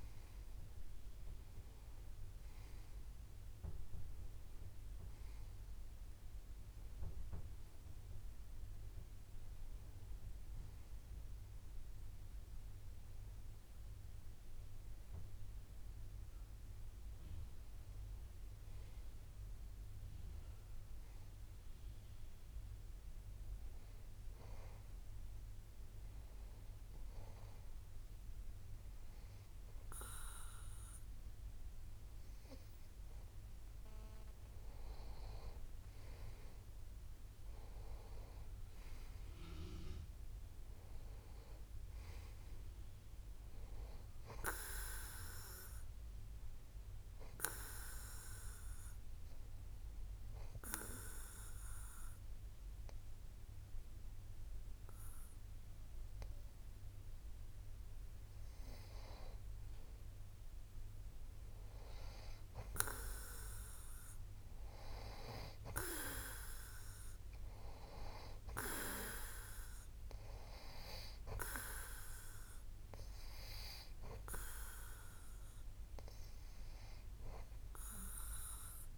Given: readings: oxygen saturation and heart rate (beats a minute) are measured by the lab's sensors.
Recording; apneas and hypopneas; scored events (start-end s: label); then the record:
breathing in sleep by a room microphone; 2
24.50-35.00 s: hypopnea (oxygen 95% before, 92% lowest)
38.00-42.50 s: arousal
48.00-59.00 s: obstructive apnea (oxygen 95% before, 92% lowest)
61.50-65.00 s: arousal
From the record:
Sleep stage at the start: N2 (light sleep); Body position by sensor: on the back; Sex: male